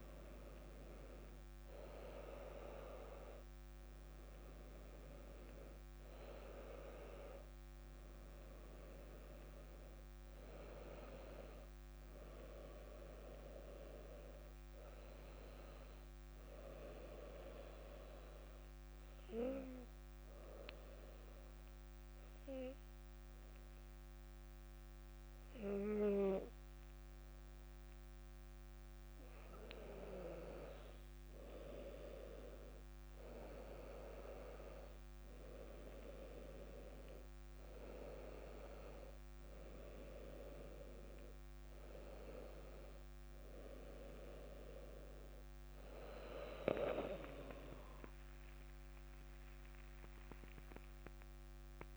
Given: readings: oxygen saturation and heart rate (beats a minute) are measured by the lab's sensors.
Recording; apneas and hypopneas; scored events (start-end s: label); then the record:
breathing in sleep by a microphone on the trachea; 1
0.00-2.50 s: arousal
5.50-22.50 s: oxygen desaturation (device-marked, oxygen 98% before, 93% lowest, heart rate 59 before, 58 extreme)
20.00-30.50 s: mixed apnea (oxygen 98% before, 96% lowest, heart rate 60 before, 58 extreme, up 1 after)
48.50-51.97 s: arousal
From the record:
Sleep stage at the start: N2 (light sleep); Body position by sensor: on the back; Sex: female